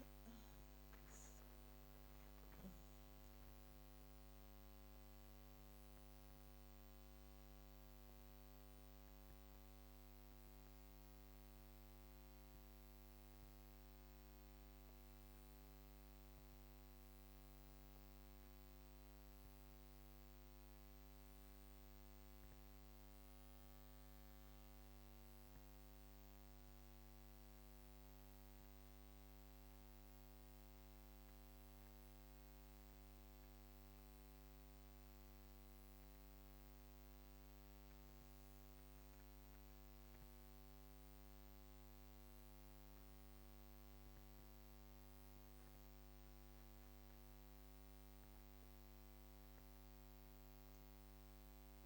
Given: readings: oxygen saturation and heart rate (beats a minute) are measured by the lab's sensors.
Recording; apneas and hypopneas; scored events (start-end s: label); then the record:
breathing in sleep, hard to hear, by a microphone on the trachea; none
0.00-20.00 s: oxygen desaturation (device-marked, oxygen 93% lowest)
From the record:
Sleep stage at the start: N2 (light sleep); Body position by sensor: on the back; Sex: female